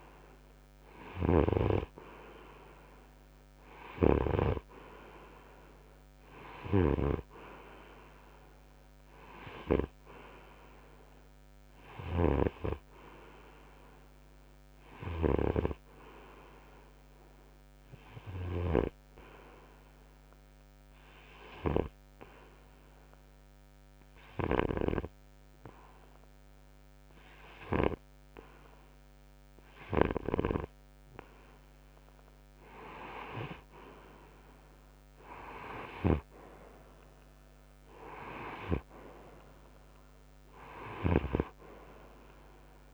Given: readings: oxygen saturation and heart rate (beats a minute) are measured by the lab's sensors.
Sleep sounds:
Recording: breathing in sleep by a microphone on the trachea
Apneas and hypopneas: 1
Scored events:
0.00-1.50 s: snoring (device-marked)
12.00-15.50 s: snoring (device-marked)
19.50-33.00 s: hypopnea (oxygen 93% before, 91% lowest, heart rate 66 before, 62 extreme, up 7 after)
35.00-38.50 s: arousal
From the record:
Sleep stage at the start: N2 (light sleep)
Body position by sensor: on the front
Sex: male

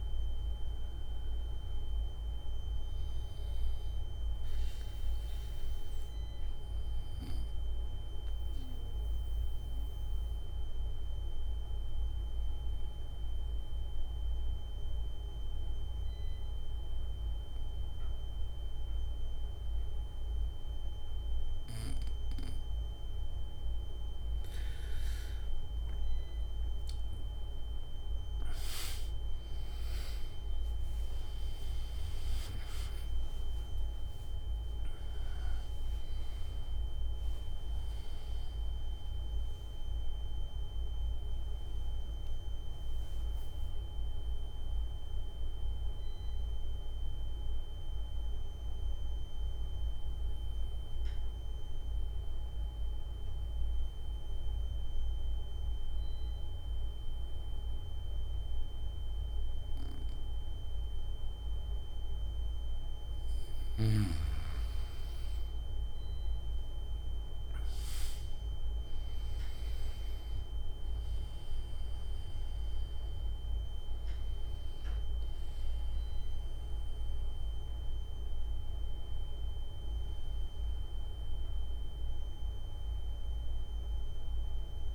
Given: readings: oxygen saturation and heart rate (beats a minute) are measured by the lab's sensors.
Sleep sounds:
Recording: breathing in sleep, hard to hear, by a room microphone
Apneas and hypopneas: 2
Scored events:
0.00-17.00 s: oxygen desaturation (device-marked, oxygen 93% lowest, heart rate 60 extreme)
2.00-84.95 s: new sleep stage, N3 (deep sleep)
7.50-24.50 s: obstructive apnea (oxygen 98% before, 92% lowest, heart rate 64 before, 61 extreme, up 8 after)
40.00-52.00 s: oxygen desaturation (device-marked, oxygen 96% before, 92% lowest, heart rate 67 before, 61 extreme)
49.00-63.50 s: obstructive apnea (oxygen 98% before, 93% lowest, heart rate 67 before, 61 extreme, up 8 after)
73.00-84.95 s: oxygen desaturation (device-marked, oxygen 98% before, 93% lowest, heart rate 63 before, 59 extreme)
From the record:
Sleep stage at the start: N2 (light sleep)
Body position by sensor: on the back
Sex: male

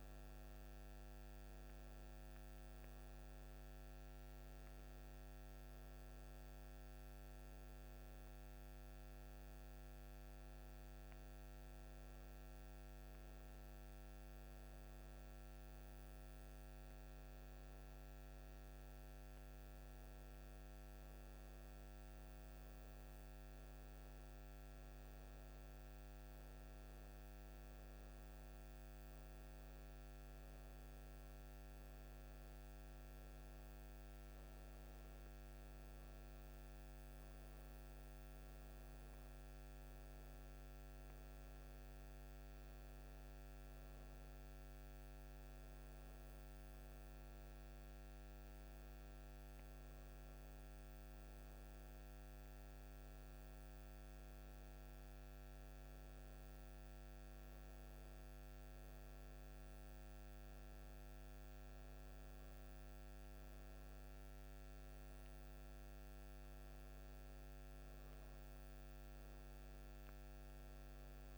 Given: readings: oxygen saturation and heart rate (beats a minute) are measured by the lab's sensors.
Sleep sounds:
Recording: breathing in sleep, hard to hear, by a microphone on the trachea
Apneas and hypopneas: none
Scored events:
none scored
From the record:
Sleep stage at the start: N1 (lightest sleep)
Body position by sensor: on the right side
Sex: female

